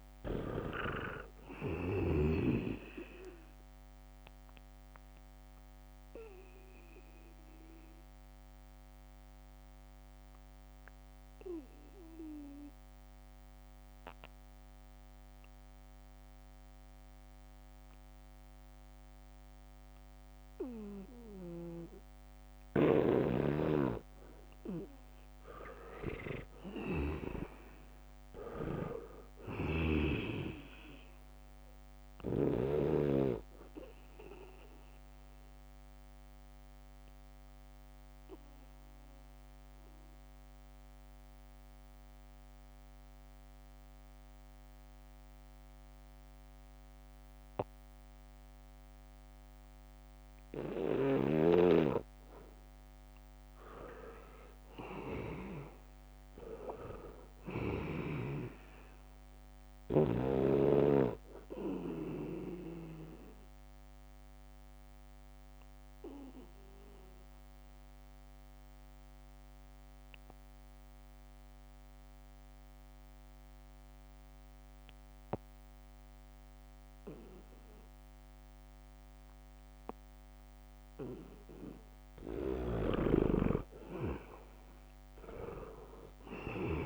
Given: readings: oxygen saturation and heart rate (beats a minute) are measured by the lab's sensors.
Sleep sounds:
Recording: breathing in sleep by a microphone on the trachea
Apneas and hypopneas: 3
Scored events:
0.00-3.00 s: snoring (device-marked)
0.00-16.50 s: oxygen desaturation (device-marked, oxygen 83% lowest, heart rate 74 extreme)
7.00-24.00 s: obstructive apnea (oxygen 99% before, 83% lowest, heart rate 78 before, 74 extreme)
23.00-28.00 s: snoring (device-marked)
23.50-46.50 s: oxygen desaturation (device-marked, oxygen 98% before, 84% lowest, heart rate 79 before, 74 extreme)
26.00-30.00 s: arousal
34.00-52.00 s: obstructive apnea (oxygen 98% before, 82% lowest, heart rate 77 before, 74 extreme, up 2 after)
52.00-53.50 s: leg movement (device-marked)
55.00-58.00 s: arousal
55.50-73.50 s: oxygen desaturation (device-marked, oxygen 98% before, 84% lowest, heart rate 76 before, 75 extreme)
60.00-64.00 s: leg movement (device-marked)
64.00-82.00 s: obstructive apnea (oxygen 98% before, 82% lowest, heart rate 76 before, 75 extreme, up 0 after)
82.50-86.86 s: oxygen desaturation (device-marked, oxygen 98% before, 82% lowest, heart rate 76 before, 74 extreme)
83.00-86.86 s: snoring (device-marked)
84.50-86.86 s: arousal
From the record:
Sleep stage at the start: N2 (light sleep)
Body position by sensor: on the back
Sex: male

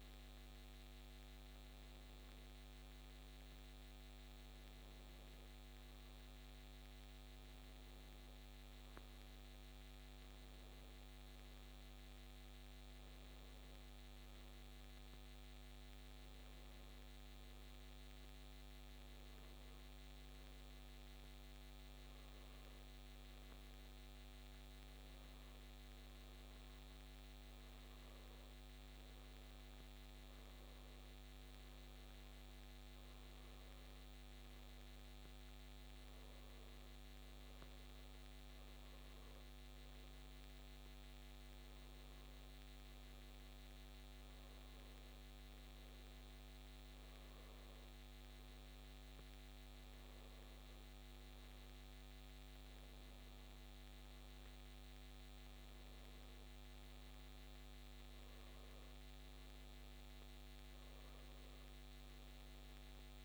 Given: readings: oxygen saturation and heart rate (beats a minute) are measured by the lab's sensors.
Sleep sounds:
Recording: a person awake in a sleep study, hard to hear, by a microphone on the trachea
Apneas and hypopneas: none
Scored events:
none scored
From the record:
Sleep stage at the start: awake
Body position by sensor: on the back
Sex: male

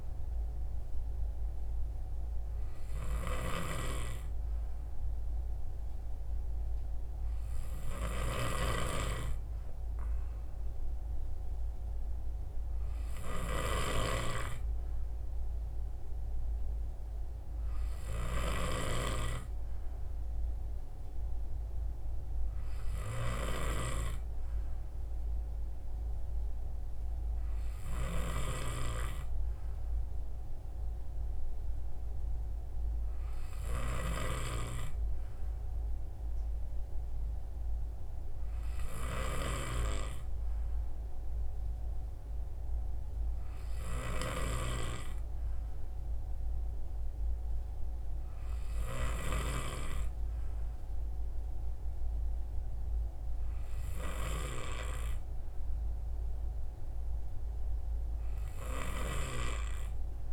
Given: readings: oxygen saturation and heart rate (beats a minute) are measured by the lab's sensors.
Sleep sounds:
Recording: breathing in sleep by a room microphone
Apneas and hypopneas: none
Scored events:
none scored
From the record:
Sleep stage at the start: N2 (light sleep)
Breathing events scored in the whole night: 68 in 7.1 hours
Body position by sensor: on the right side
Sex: male

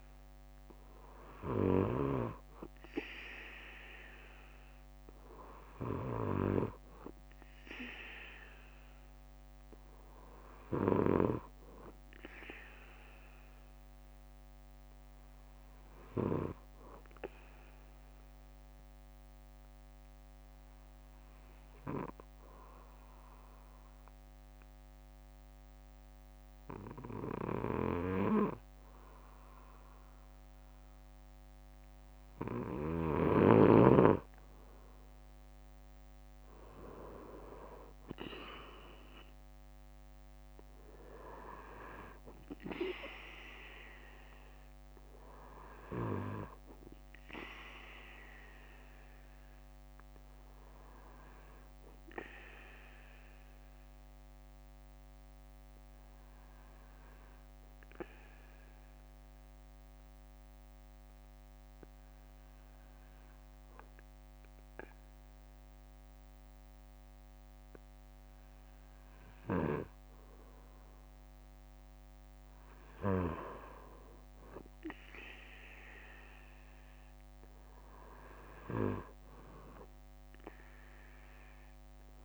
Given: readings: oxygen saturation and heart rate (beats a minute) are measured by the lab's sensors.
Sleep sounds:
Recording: breathing in sleep by a microphone on the trachea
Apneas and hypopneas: 2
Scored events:
0.00-1.50 s: arousal
5.00-8.00 s: bradycardia (device-marked, heart rate 59 before, 60 extreme)
9.00-12.00 s: bradycardia (device-marked, heart rate 59 before, 59 extreme)
13.00-32.00 s: bradycardia (device-marked, heart rate 59 before, 54 extreme)
18.00-33.50 s: obstructive apnea (oxygen 97% before, 95% lowest, heart rate 60 before, 54 extreme, up 8 after)
34.00-36.00 s: bradycardia (device-marked, heart rate 59 before, 57 extreme)
36.50-39.50 s: arousal
47.00-69.00 s: bradycardia (device-marked, heart rate 59 before, 54 extreme)
53.00-68.00 s: obstructive apnea (oxygen 97% before, 95% lowest, heart rate 61 before, 54 extreme, up 7 after)
71.00-75.00 s: arousal
76.00-82.00 s: bradycardia (device-marked, heart rate 59 before, 59 extreme)
From the record:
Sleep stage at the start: N2 (light sleep)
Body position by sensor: on the back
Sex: male

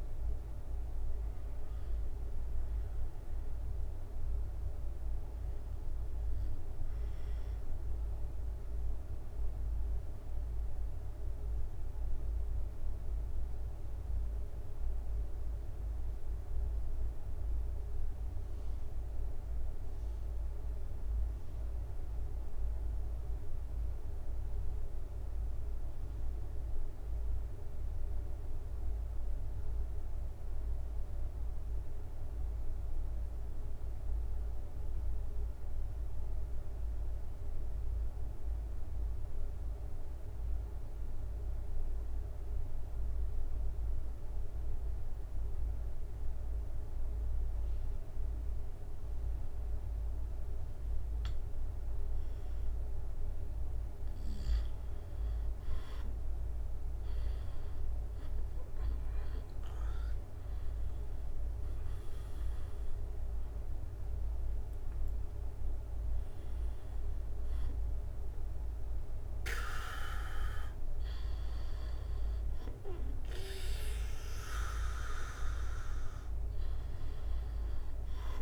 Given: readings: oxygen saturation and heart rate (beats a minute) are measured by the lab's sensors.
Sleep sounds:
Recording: breathing in sleep, hard to hear, by a room microphone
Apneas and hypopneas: 1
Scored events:
1.00-53.00 s: obstructive apnea (oxygen 97% before, 88% lowest, heart rate 68 before, 64 extreme, up 11 after)
17.50-78.42 s: oxygen desaturation (device-marked, oxygen 96% before, 88% lowest, heart rate 69 before, 64 extreme)
57.00-61.50 s: arousal
58.50-72.50 s: drop in pulse transit time (device-marked, heart rate 68 before, 74 extreme)
From the record:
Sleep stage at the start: N2 (light sleep)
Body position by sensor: on the back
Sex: male

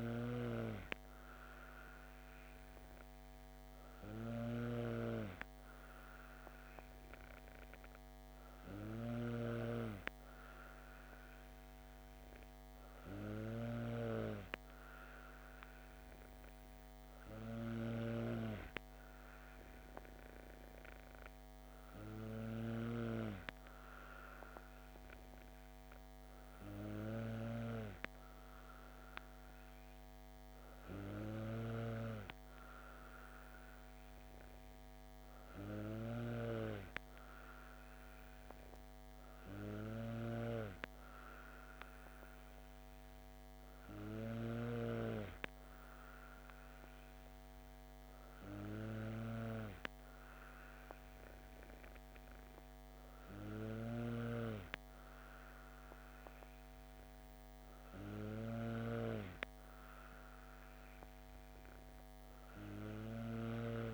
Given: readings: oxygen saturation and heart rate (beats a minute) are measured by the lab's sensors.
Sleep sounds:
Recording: breathing in sleep by a microphone on the trachea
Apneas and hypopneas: none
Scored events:
0.00-63.50 s: snoring (device-marked)
From the record:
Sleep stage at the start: N2 (light sleep)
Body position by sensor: on the back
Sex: female

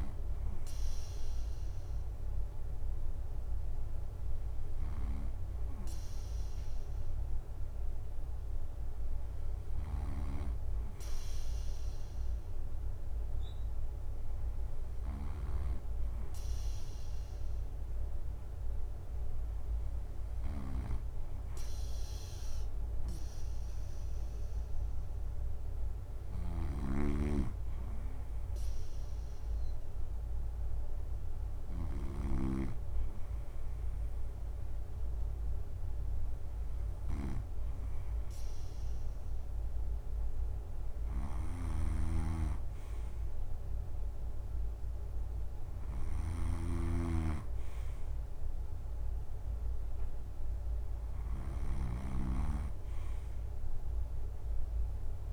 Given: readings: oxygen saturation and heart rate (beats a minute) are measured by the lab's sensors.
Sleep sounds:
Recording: breathing in sleep by a room microphone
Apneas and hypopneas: none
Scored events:
0.00-55.33 s: snoring (device-marked)
From the record:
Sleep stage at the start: N2 (light sleep)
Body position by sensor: on the right side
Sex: male

